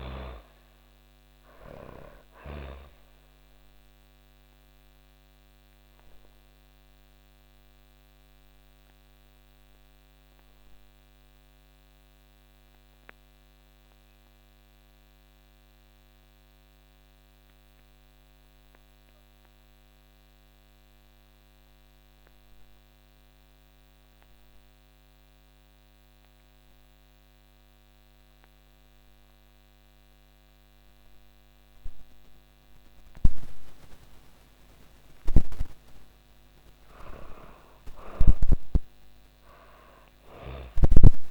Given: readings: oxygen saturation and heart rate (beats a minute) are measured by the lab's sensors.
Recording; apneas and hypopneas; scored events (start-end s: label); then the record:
breathing in sleep by a microphone on the trachea; 1
0.00-24.50 s: oxygen desaturation (device-marked, oxygen 72% lowest, heart rate 69 extreme)
3.00-33.50 s: obstructive apnea (oxygen 98% before, 72% lowest, heart rate 115 before, 69 extreme, up 17 after)
26.50-41.31 s: oxygen desaturation (device-marked, oxygen 99% before, 76% lowest, heart rate 115 before, 69 extreme)
35.50-39.00 s: arousal
39.00-41.31 s: snoring (device-marked)
From the record:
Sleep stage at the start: N2 (light sleep); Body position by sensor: on the back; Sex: female